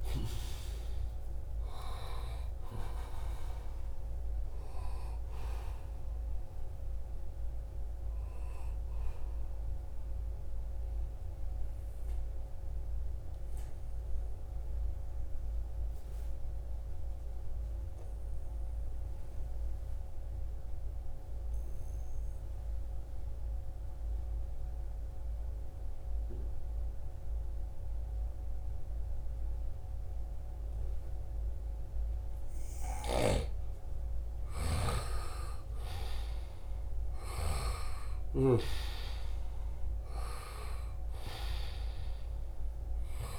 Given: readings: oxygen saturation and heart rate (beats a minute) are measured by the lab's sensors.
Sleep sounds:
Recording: breathing in sleep by a room microphone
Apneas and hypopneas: 1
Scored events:
0.00-3.50 s: arousal
1.00-8.00 s: oxygen desaturation (device-marked, oxygen 94% before, 88% lowest, heart rate 67 before, 67 extreme)
11.50-32.00 s: obstructive apnea (oxygen 96% before, 88% lowest, heart rate 76 before, 67 extreme, up 7 after)
32.00-37.00 s: snoring (device-marked)
33.50-38.00 s: arousal
34.00-43.38 s: oxygen desaturation (device-marked, oxygen 96% before, 90% lowest, heart rate 70 before, 63 extreme)
From the record:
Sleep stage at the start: N2 (light sleep)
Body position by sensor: on the right side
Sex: male

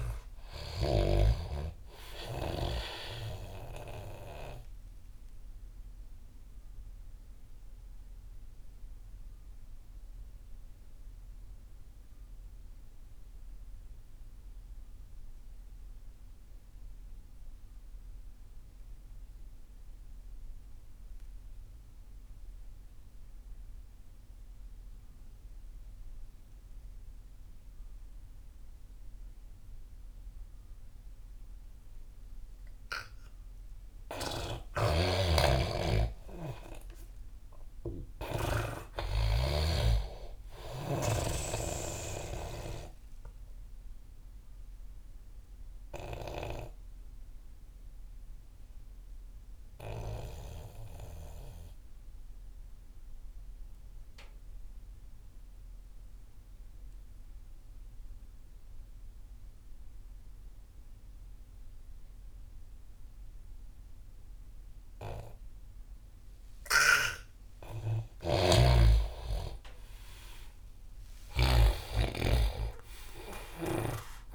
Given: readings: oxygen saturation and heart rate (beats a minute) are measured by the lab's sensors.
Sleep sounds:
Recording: breathing in sleep by a room microphone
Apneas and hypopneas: 2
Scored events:
0.00-2.00 s: snoring (device-marked)
0.00-21.00 s: oxygen desaturation (device-marked, oxygen 83% lowest)
5.00-34.50 s: obstructive apnea (oxygen 99% before, 83% lowest)
35.00-40.00 s: snoring (device-marked)
35.50-40.50 s: arousal
38.00-63.00 s: oxygen desaturation (device-marked, oxygen 98% before, 85% lowest)
44.00-67.50 s: obstructive apnea (oxygen 99% before, 82% lowest)
68.50-72.00 s: snoring (device-marked)
68.50-73.50 s: arousal
From the record:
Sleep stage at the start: N2 (light sleep)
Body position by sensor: on the back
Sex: male

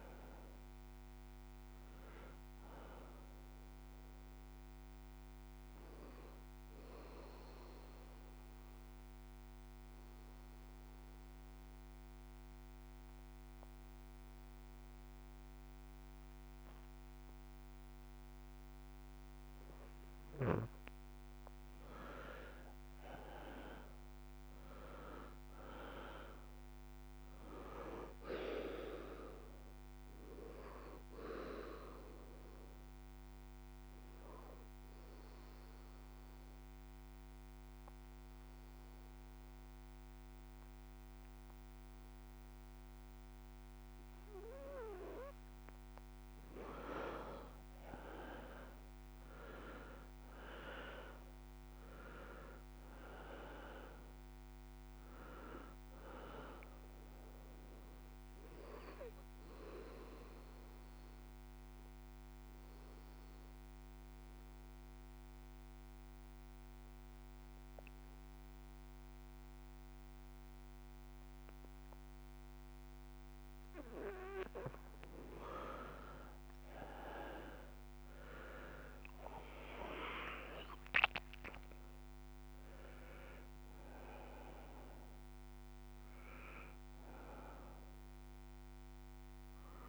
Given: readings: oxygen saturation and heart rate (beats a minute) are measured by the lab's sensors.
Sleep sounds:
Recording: breathing in sleep by a microphone on the trachea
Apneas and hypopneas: 3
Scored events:
0.00-22.50 s: oxygen desaturation (device-marked, oxygen 87% lowest)
7.00-20.00 s: obstructive apnea (oxygen 96% before, 86% lowest)
22.50-25.00 s: arousal
24.50-43.50 s: oxygen desaturation (device-marked, oxygen 98% before, 86% lowest)
31.50-45.50 s: obstructive apnea (oxygen 98% before, 85% lowest)
47.50-51.00 s: arousal
53.50-71.50 s: oxygen desaturation (device-marked, oxygen 97% before, 86% lowest)
59.50-74.00 s: obstructive apnea (oxygen 97% before, 85% lowest)
76.50-82.00 s: arousal
82.50-89.89 s: oxygen desaturation (device-marked, oxygen 97% before, 85% lowest)
From the record:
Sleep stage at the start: N2 (light sleep)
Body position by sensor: on the back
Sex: male

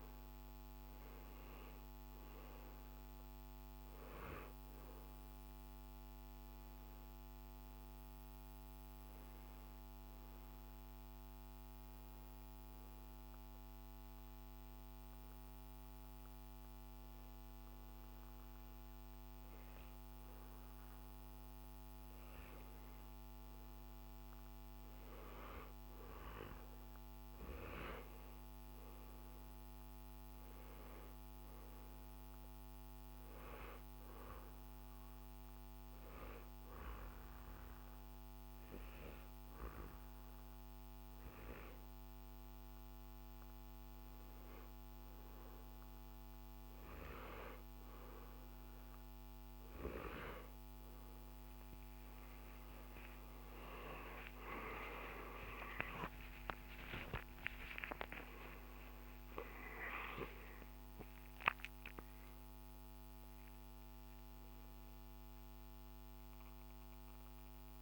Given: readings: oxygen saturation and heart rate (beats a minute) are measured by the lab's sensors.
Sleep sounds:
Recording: breathing in sleep by a microphone on the trachea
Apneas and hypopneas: 2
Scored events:
0.00-3.00 s: arousal
2.50-15.50 s: oxygen desaturation (device-marked, oxygen 95% before, 90% lowest, heart rate 57 before, 54 extreme)
12.50-22.50 s: obstructive apnea (oxygen 95% before, 92% lowest, heart rate 62 before, 54 extreme, up 12 after)
24.00-28.50 s: arousal
30.50-41.50 s: oxygen desaturation (device-marked, oxygen 96% before, 92% lowest, heart rate 61 before, 55 extreme)
32.50-44.00 s: hypopnea (oxygen 96% before, 91% lowest, heart rate 61 before, 55 extreme, up 7 after)
54.00-60.00 s: arousal
From the record:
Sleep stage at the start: N2 (light sleep)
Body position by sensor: on the back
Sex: male

